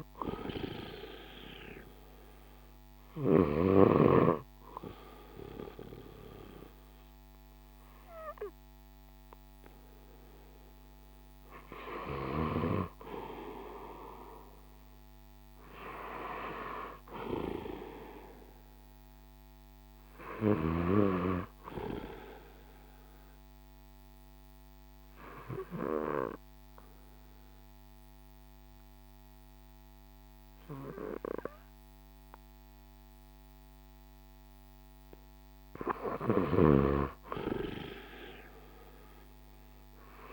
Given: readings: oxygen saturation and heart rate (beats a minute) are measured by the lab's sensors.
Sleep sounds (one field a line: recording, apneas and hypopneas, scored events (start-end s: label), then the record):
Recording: breathing in sleep by a microphone on the trachea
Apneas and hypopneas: 1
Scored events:
0.00-3.50 s: snoring (device-marked)
16.50-19.00 s: arousal
23.00-34.00 s: obstructive apnea (oxygen 96% before, 91% lowest, heart rate 62 before, 56 extreme, up 3 after)
36.00-39.50 s: arousal
36.00-40.33 s: snoring (device-marked)
From the record:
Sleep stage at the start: N2 (light sleep)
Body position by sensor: on the left side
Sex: male